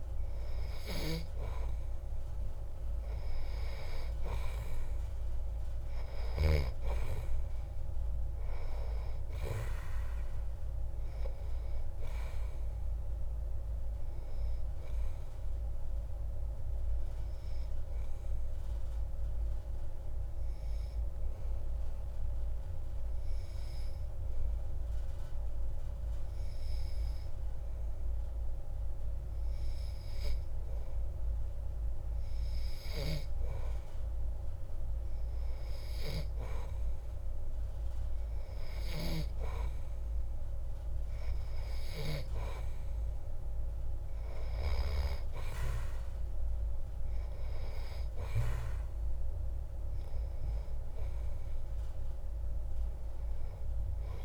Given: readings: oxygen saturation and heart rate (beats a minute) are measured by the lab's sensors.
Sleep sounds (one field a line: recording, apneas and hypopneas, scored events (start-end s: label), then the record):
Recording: breathing in sleep by a room microphone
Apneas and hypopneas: 1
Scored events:
17.00-30.50 s: obstructive apnea (oxygen 93% before, 91% lowest)
35.50-39.50 s: arousal
42.00-50.00 s: oxygen desaturation (device-marked, oxygen 95% before, 91% lowest)
From the record:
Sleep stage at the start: N2 (light sleep)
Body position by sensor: on the back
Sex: male